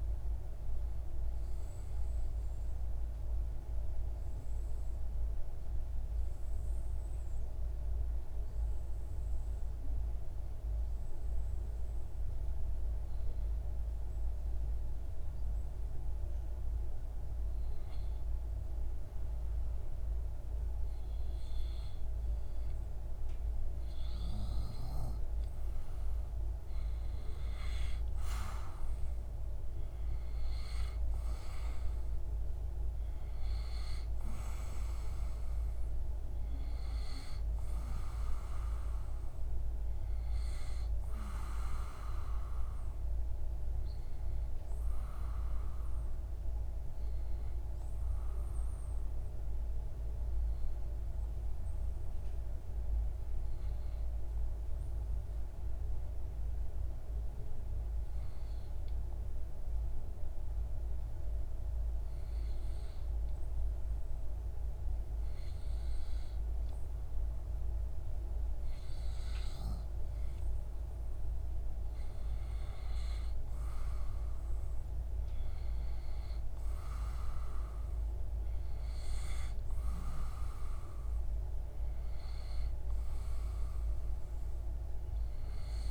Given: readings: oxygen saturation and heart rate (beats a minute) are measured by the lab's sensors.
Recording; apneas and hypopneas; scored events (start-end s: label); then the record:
breathing in sleep, hard to hear, by a room microphone; 2
3.50-24.00 s: obstructive apnea (oxygen 96% before, 93% lowest)
28.00-33.00 s: arousal
47.50-68.50 s: obstructive apnea (oxygen 97% before, 94% lowest)
70.50-74.50 s: arousal
From the record:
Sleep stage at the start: N2 (light sleep); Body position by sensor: on the back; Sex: male